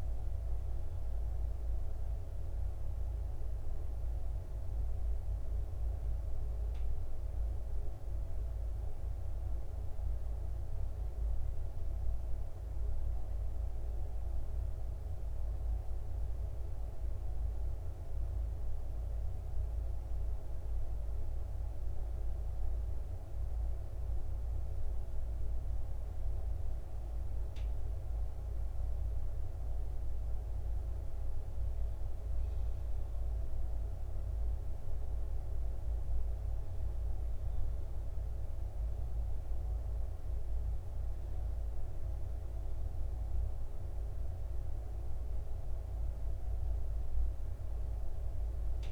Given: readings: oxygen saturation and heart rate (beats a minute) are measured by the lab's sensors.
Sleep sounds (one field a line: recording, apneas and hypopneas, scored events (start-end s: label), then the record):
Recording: breathing in sleep, hard to hear, by a room microphone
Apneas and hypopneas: none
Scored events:
none scored
From the record:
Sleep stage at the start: N2 (light sleep)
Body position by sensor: on the back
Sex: male